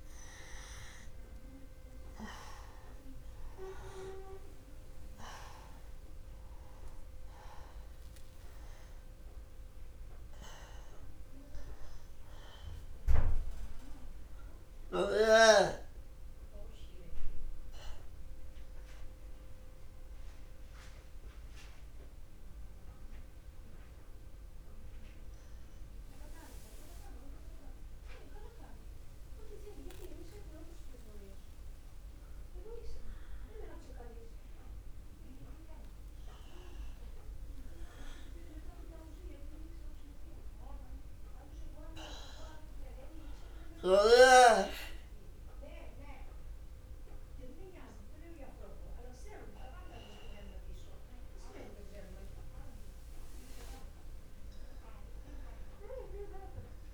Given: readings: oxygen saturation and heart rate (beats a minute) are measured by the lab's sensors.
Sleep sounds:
breathing in sleep by a room microphone; 1
0.00-24.00 s: oxygen desaturation (device-marked, oxygen 87% lowest, heart rate 63 extreme)
18.00-34.00 s: obstructive apnea (oxygen 97% before, 87% lowest, heart rate 64 before, 62 extreme, up 18 after)
35.50-40.00 s: arousal
55.00-56.94 s: oxygen desaturation (device-marked, oxygen 97% before, 92% lowest, heart rate 68 before, 62 extreme)
From the record:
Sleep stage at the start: N2 (light sleep); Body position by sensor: on the back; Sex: male

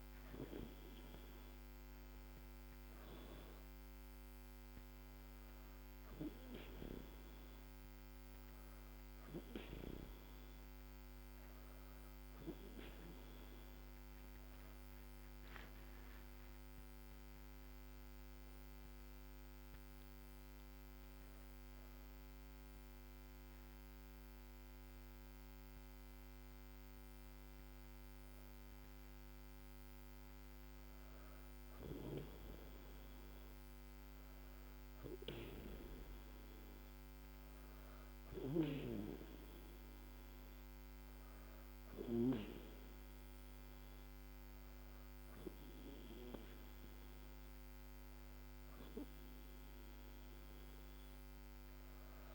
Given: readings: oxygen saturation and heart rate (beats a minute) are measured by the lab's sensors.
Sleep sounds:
breathing in sleep by a microphone on the trachea; 1
0.00-2.50 s: arousal
13.00-17.50 s: arousal
19.50-32.00 s: hypopnea (oxygen 97% before, 94% lowest, heart rate 80 before, 78 extreme, up 2 after)
36.00-51.00 s: oxygen desaturation (device-marked, oxygen 97% before, 94% lowest, heart rate 80 before, 76 extreme)
From the record:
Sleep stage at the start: N2 (light sleep); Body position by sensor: on the back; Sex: female

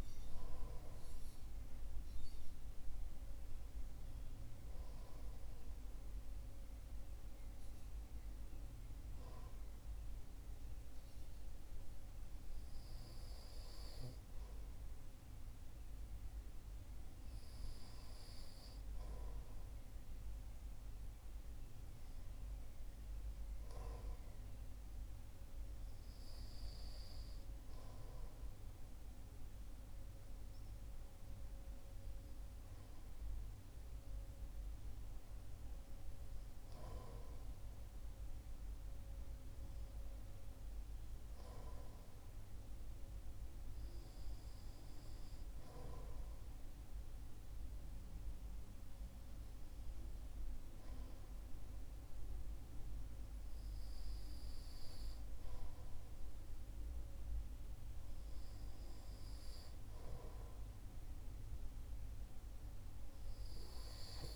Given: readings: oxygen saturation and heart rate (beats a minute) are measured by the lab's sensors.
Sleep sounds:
breathing in sleep, hard to hear, by a room microphone; none
none scored
From the record:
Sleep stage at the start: REM sleep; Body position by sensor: on the right side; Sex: male

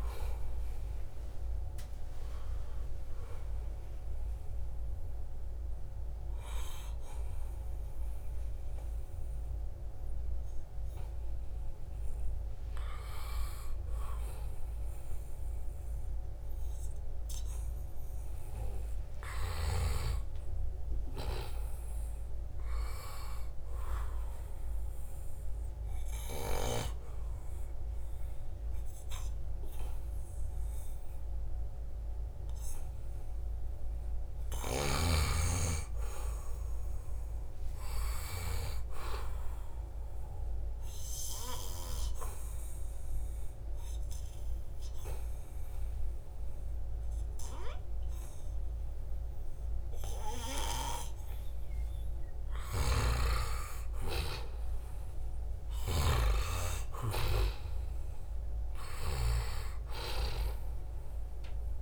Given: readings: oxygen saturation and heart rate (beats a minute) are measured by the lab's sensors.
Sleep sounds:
breathing in sleep by a room microphone; 3
0.00-13.00 s: oxygen desaturation (device-marked, oxygen 90% lowest, heart rate 71 extreme)
3.00-13.00 s: obstructive apnea (oxygen 96% before, 90% lowest, heart rate 76 before, 74 extreme, up 1 after)
15.00-19.50 s: arousal
24.00-35.00 s: obstructive apnea (oxygen 97% before, 92% lowest, heart rate 79 before, 74 extreme, up 3 after)
30.00-55.00 s: oxygen desaturation (device-marked, oxygen 97% before, 93% lowest, heart rate 78 before, 74 extreme)
35.50-38.50 s: arousal
40.50-52.00 s: obstructive apnea (oxygen 97% before, 92% lowest, heart rate 76 before, 76 extreme, up 1 after)
54.00-59.00 s: arousal
From the record:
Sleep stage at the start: N2 (light sleep); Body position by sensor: on the back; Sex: male

